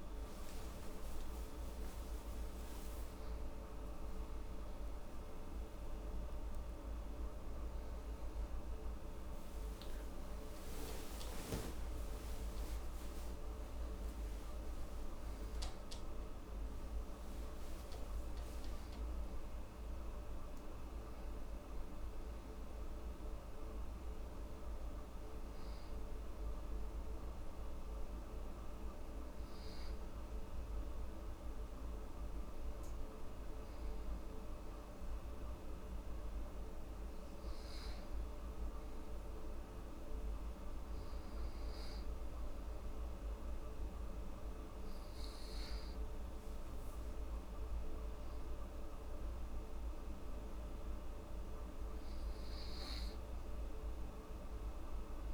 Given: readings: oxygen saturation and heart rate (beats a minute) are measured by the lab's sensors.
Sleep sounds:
a person partly awake in a sleep study, hard to hear, by a room microphone; none
22.50-55.34 s: new sleep stage, N2 (light sleep)
From the record:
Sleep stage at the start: awake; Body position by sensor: on the back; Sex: female

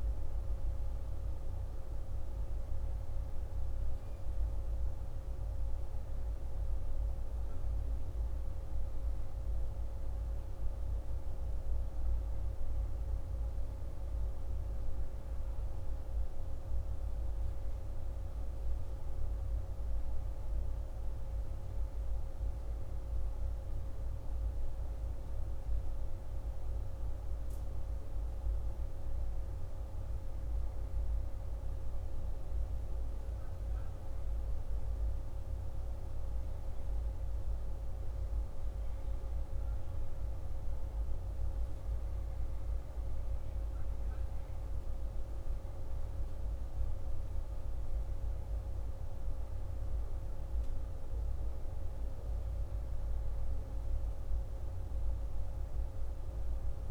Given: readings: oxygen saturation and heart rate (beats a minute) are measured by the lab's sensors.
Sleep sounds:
breathing in sleep, hard to hear, by a room microphone; none
none scored
From the record:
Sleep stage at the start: N1 (lightest sleep); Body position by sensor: on the back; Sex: male

